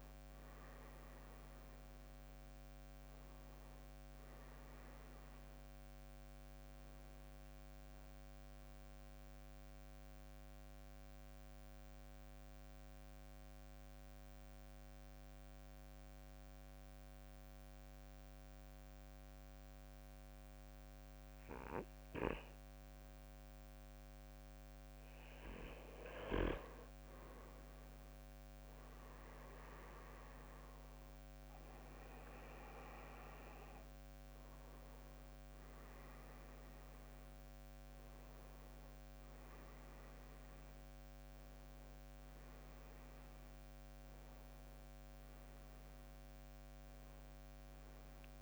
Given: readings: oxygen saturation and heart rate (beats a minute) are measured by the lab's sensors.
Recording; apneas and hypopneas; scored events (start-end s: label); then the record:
breathing in sleep by a microphone on the trachea; 1
0.00-8.00 s: drop in pulse transit time (device-marked, heart rate 63 extreme)
0.00-12.00 s: oxygen desaturation (device-marked, oxygen 91% lowest, heart rate 55 extreme)
9.00-24.00 s: mixed apnea (oxygen 95% before, 92% lowest, heart rate 68 before, 55 extreme, up 13 after)
28.50-34.00 s: arousal
29.00-46.00 s: drop in pulse transit time (device-marked, heart rate 57 before, 62 extreme)
31.00-48.42 s: oxygen desaturation (device-marked, oxygen 97% before, 92% lowest, heart rate 58 before, 56 extreme)
From the record:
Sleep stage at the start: N2 (light sleep); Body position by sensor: on the back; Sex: male